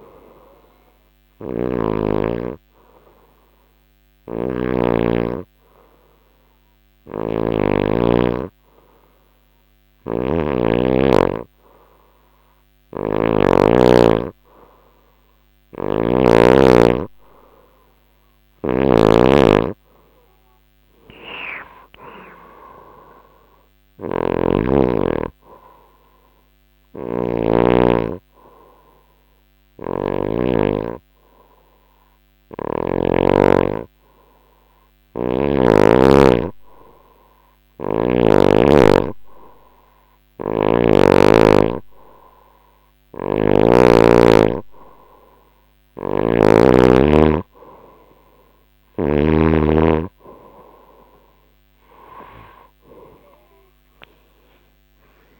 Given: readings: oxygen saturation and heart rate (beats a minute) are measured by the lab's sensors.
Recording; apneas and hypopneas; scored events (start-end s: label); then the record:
breathing in sleep by a microphone on the trachea; 2
0.00-7.00 s: snoring (device-marked)
1.00-12.00 s: hypopnea (oxygen 97% before, 94% lowest, heart rate 68 before, 62 extreme, up 4 after)
9.00-32.50 s: snoring (device-marked)
15.00-20.00 s: arousal
24.50-34.50 s: hypopnea (oxygen 97% before, 94% lowest, heart rate 65 before, 64 extreme, up 3 after)
39.50-43.00 s: snoring (device-marked)
45.00-48.50 s: snoring (device-marked)
From the record:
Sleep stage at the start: N2 (light sleep); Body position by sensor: on the front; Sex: female